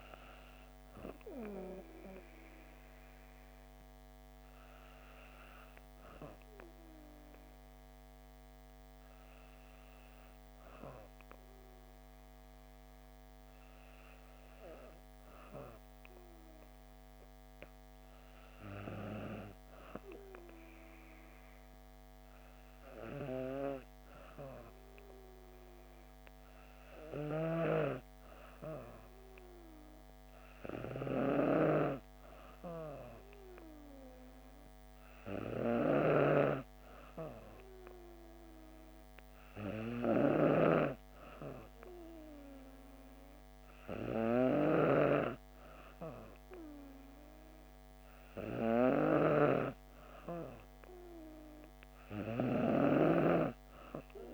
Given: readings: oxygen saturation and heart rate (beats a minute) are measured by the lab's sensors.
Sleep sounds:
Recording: breathing in sleep by a microphone on the trachea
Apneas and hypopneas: none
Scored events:
none scored
From the record:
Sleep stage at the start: N2 (light sleep)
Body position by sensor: on the back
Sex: female

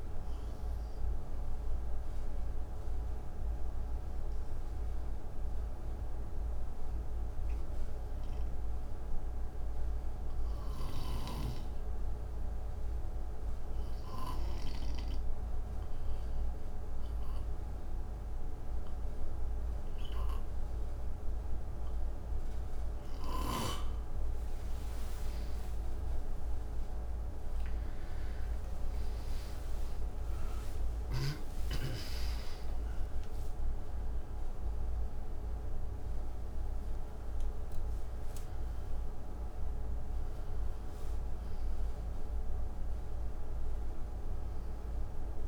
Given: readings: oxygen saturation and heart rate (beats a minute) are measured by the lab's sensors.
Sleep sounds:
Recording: breathing in sleep, hard to hear, by a room microphone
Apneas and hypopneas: 1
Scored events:
0.00-12.00 s: oxygen desaturation (device-marked, oxygen 87% lowest, heart rate 60 extreme)
9.50-12.50 s: arousal
10.50-14.50 s: snoring (device-marked)
14.00-24.00 s: obstructive apnea (oxygen 97% before, 90% lowest, heart rate 64 before, 62 extreme, up 34 after)
22.00-45.00 s: oxygen desaturation (device-marked, oxygen 97% before, 90% lowest, heart rate 65 before, 59 extreme)
25.00-30.50 s: arousal
From the record:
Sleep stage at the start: N2 (light sleep)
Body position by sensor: on the right side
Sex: male

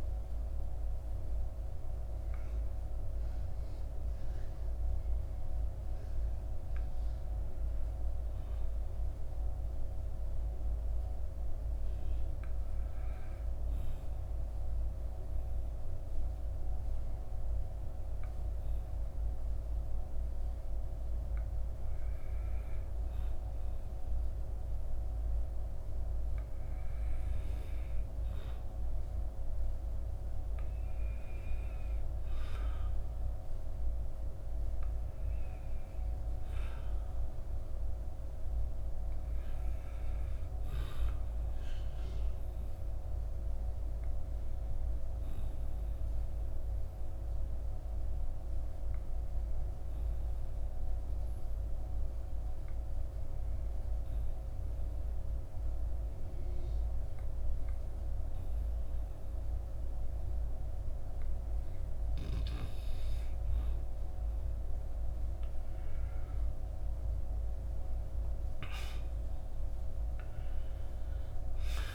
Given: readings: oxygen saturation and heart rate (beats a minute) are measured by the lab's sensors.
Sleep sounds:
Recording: breathing in sleep, hard to hear, by a room microphone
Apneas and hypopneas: 2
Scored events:
0.00-10.00 s: oxygen desaturation (device-marked, oxygen 90% lowest, heart rate 46 extreme)
1.00-27.00 s: hypopnea (oxygen 94% before, 90% lowest, heart rate 60 before, 46 extreme, up 9 after)
24.00-54.00 s: oxygen desaturation (device-marked, oxygen 95% before, 90% lowest, heart rate 52 before, 50 extreme)
29.50-34.50 s: arousal
42.00-61.50 s: obstructive apnea (oxygen 95% before, 88% lowest, heart rate 60 before, 50 extreme, up 9 after)
65.50-70.00 s: arousal
From the record:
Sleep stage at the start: N2 (light sleep)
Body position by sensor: on the back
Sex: male

